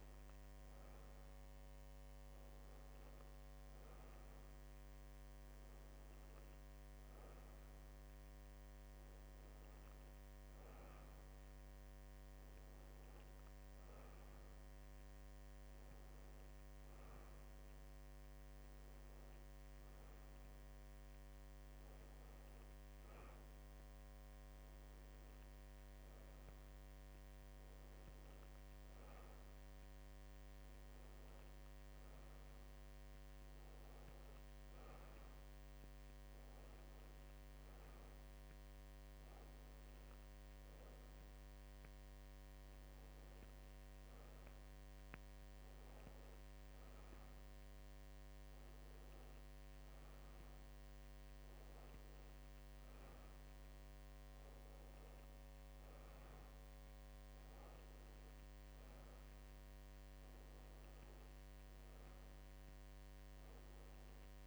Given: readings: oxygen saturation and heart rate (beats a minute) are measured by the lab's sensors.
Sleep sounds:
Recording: breathing in sleep, hard to hear, by a microphone on the trachea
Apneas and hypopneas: none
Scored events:
none scored
From the record:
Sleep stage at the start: N2 (light sleep)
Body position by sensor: on the back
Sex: female

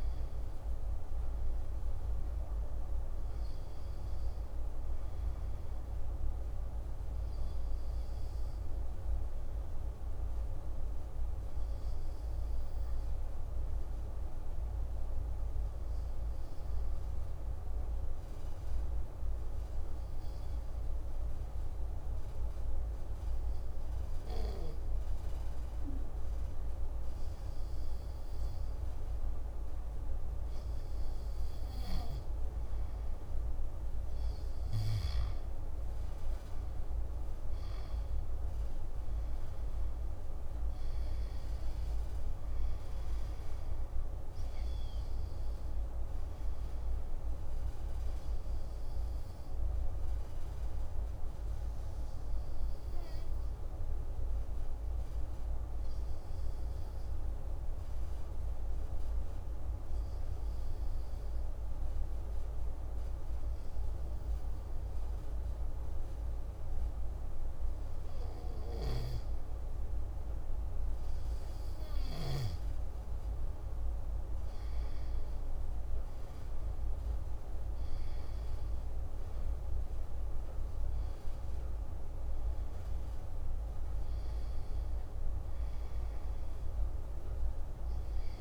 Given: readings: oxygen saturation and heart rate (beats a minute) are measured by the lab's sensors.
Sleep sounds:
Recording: breathing in sleep, hard to hear, by a room microphone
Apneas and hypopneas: 2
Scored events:
0.00-19.50 s: oxygen desaturation (device-marked, oxygen 93% lowest, heart rate 49 extreme)
6.50-30.00 s: obstructive apnea (oxygen 97% before, 93% lowest, heart rate 71 before, 49 extreme)
31.50-37.50 s: arousal
47.50-69.50 s: obstructive apnea (oxygen 96% before, 93% lowest, heart rate 81 before, 37 extreme)
73.00-79.00 s: arousal
78.50-84.50 s: oxygen desaturation (device-marked, oxygen 97% before, 93% lowest, heart rate 127 before, 37 extreme)
From the record:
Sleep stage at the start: N2 (light sleep)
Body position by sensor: on the back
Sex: male

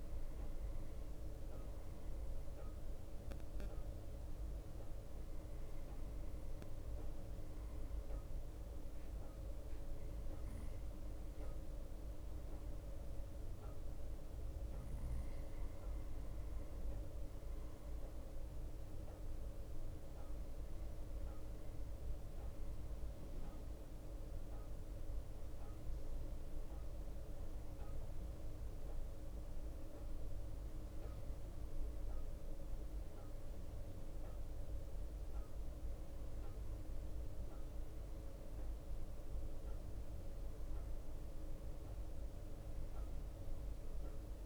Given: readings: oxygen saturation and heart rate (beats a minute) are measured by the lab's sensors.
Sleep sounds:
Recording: breathing in sleep, hard to hear, by a room microphone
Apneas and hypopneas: none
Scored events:
0.00-6.50 s: bradycardia (device-marked, heart rate 59 extreme)
9.50-23.50 s: bradycardia (device-marked, heart rate 61 before, 58 extreme)
25.50-31.00 s: arousal
From the record:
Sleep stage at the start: N2 (light sleep)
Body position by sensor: on the right side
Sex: male

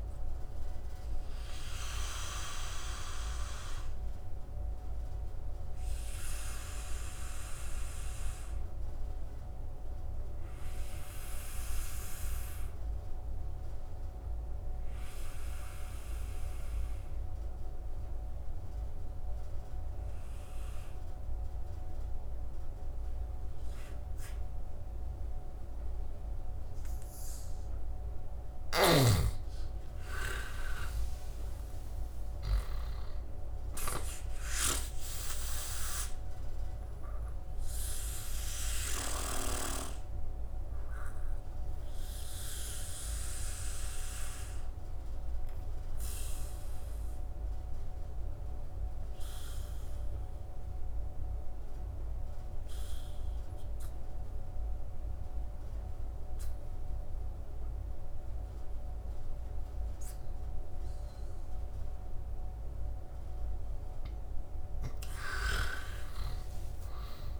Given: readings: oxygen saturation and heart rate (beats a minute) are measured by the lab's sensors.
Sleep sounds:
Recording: breathing in sleep by a room microphone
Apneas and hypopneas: 2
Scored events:
0.00-16.50 s: oxygen desaturation (device-marked, oxygen 85% lowest, heart rate 69 extreme)
2.50-26.50 s: obstructive apnea (oxygen 95% before, 84% lowest, heart rate 75 before, 69 extreme, up 10 after)
26.50-58.50 s: oxygen desaturation (device-marked, oxygen 99% before, 84% lowest, heart rate 72 before, 64 extreme)
28.00-30.50 s: arousal
28.00-32.50 s: snoring (device-marked)
36.00-62.50 s: obstructive apnea (oxygen 99% before, 82% lowest, heart rate 74 before, 64 extreme, up 27 after)
60.50-67.40 s: oxygen desaturation (device-marked, oxygen 99% before, 93% lowest, heart rate 76 before, 71 extreme)
65.50-67.40 s: arousal
From the record:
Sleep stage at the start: N2 (light sleep)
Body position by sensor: on the back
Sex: male

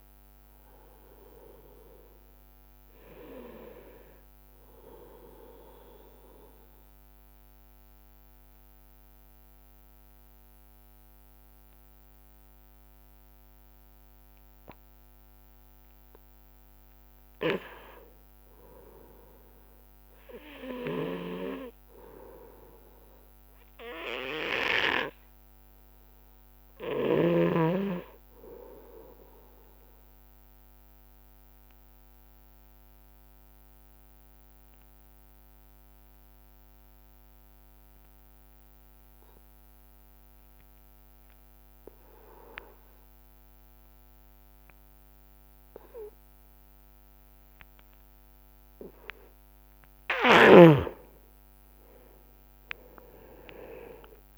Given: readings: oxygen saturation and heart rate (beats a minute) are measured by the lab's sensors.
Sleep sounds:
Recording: breathing in sleep by a microphone on the trachea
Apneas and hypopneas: 2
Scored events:
0.00-1.50 s: arousal
0.00-20.50 s: oxygen desaturation (device-marked, oxygen 93% lowest)
4.00-6.00 s: long interval between heartbeats (device-marked, heart rate 46 before, 47 extreme)
4.50-14.50 s: drop in pulse transit time (device-marked)
7.00-17.50 s: obstructive apnea (oxygen 99% before, 90% lowest)
11.50-13.50 s: long interval between heartbeats (device-marked)
19.50-23.00 s: arousal
21.00-27.50 s: snoring (device-marked)
25.00-27.00 s: long interval between heartbeats (device-marked)
27.00-29.00 s: long interval between heartbeats (device-marked)
31.50-50.00 s: obstructive apnea (oxygen 98% before, 90% lowest)
50.50-54.38 s: oxygen desaturation (device-marked, oxygen 96% before, 90% lowest)
51.50-54.38 s: arousal
From the record:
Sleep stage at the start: N2 (light sleep)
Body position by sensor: on the right side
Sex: male

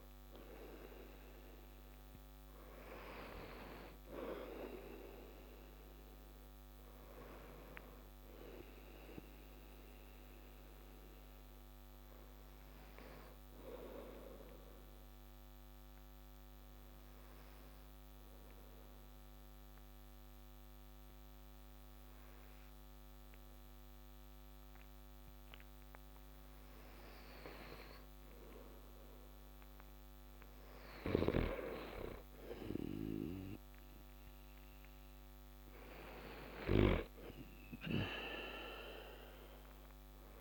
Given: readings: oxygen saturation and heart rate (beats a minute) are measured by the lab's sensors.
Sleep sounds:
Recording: breathing in sleep by a microphone on the trachea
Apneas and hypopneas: 1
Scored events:
0.00-2.50 s: arousal
6.50-27.50 s: oxygen desaturation (device-marked, oxygen 97% before, 93% lowest)
9.50-26.50 s: obstructive apnea (oxygen 97% before, 91% lowest)
30.00-36.50 s: snoring (device-marked)
31.50-36.50 s: arousal
From the record:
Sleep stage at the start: N2 (light sleep)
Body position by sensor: on the back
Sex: male

